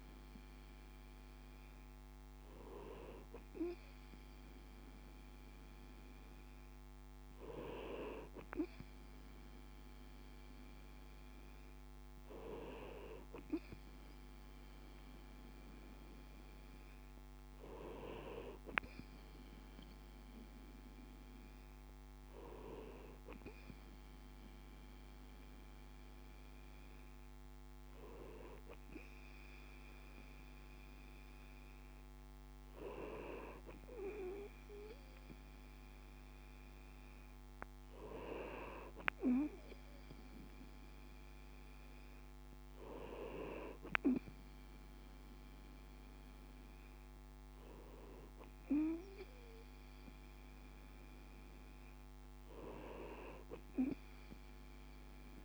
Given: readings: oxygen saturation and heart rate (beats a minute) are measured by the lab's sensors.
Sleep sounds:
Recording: breathing in sleep by a microphone on the trachea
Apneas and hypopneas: none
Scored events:
none scored
From the record:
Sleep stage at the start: N2 (light sleep)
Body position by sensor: on the right side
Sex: male

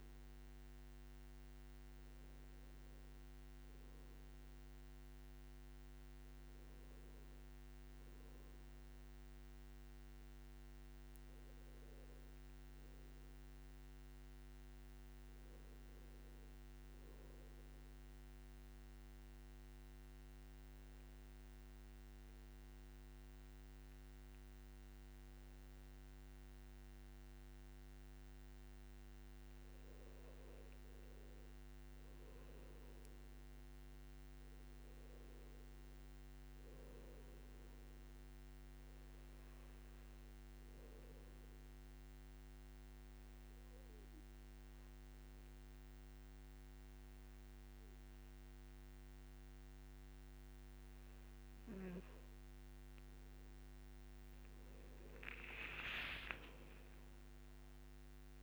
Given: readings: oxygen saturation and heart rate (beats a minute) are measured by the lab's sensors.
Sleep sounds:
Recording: breathing in sleep, hard to hear, by a microphone on the trachea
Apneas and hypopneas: 2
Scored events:
0.00-9.50 s: oxygen desaturation (device-marked, oxygen 92% lowest, heart rate 53 extreme)
18.50-30.50 s: obstructive apnea (oxygen 98% before, 93% lowest, heart rate 61 before, 53 extreme, up 8 after)
33.00-37.50 s: arousal
36.50-54.50 s: oxygen desaturation (device-marked, oxygen 97% before, 93% lowest, heart rate 57 before, 53 extreme)
43.50-53.50 s: obstructive apnea (oxygen 98% before, 93% lowest, heart rate 58 before, 53 extreme, up 21 after)
56.00-58.43 s: arousal
56.50-58.43 s: long interval between heartbeats (device-marked, heart rate 59 before, 75 extreme)
From the record:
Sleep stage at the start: N2 (light sleep)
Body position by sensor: on the back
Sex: male

